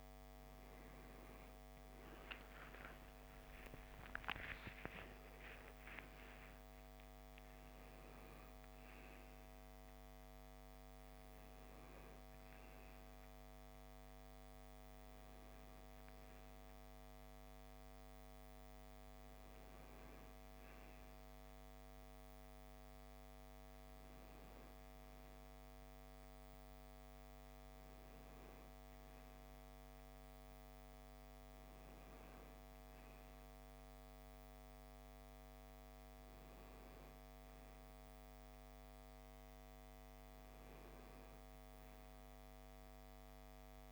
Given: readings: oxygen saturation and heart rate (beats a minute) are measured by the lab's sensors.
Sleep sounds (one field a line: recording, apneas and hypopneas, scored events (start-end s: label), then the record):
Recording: breathing in sleep, hard to hear, by a microphone on the trachea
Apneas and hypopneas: none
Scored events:
2.00-6.00 s: arousal
From the record:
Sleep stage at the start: N1 (lightest sleep)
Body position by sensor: on the left side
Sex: male